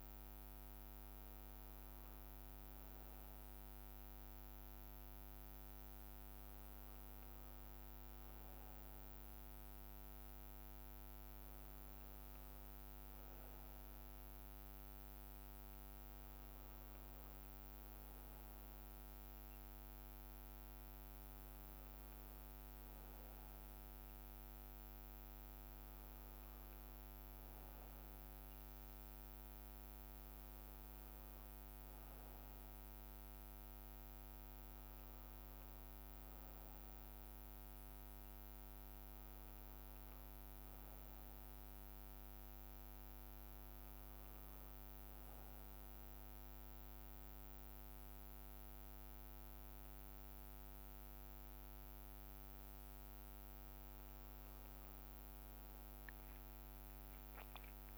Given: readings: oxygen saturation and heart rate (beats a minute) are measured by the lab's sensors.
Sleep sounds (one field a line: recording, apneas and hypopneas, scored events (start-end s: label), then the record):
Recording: breathing in sleep, hard to hear, by a microphone on the trachea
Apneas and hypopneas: none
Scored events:
54.50-57.98 s: arousal
From the record:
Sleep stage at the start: N1 (lightest sleep)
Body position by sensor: on the right side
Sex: male